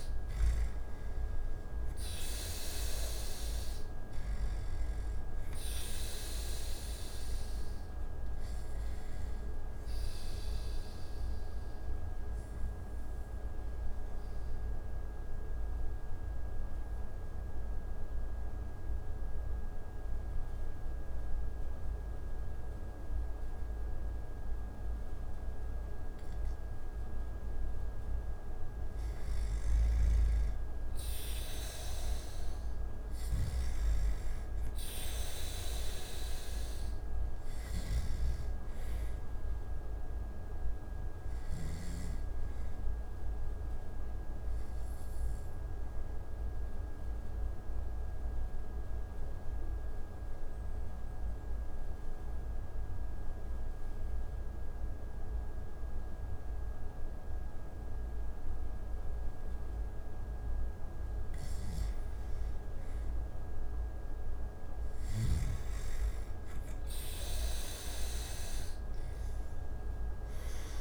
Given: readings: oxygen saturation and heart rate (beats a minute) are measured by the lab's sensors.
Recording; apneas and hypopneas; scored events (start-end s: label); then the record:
breathing in sleep, hard to hear, by a room microphone; 2
0.00-1.00 s: arousal
4.00-23.00 s: oxygen desaturation (device-marked, oxygen 97% before, 89% lowest)
7.00-26.50 s: obstructive apnea (oxygen 97% before, 89% lowest)
29.50-33.00 s: arousal
38.00-57.00 s: oxygen desaturation (device-marked, oxygen 98% before, 89% lowest)
43.00-61.00 s: obstructive apnea (oxygen 98% before, 88% lowest)
63.50-67.00 s: arousal
From the record:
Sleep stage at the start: N2 (light sleep); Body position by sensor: on the back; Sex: male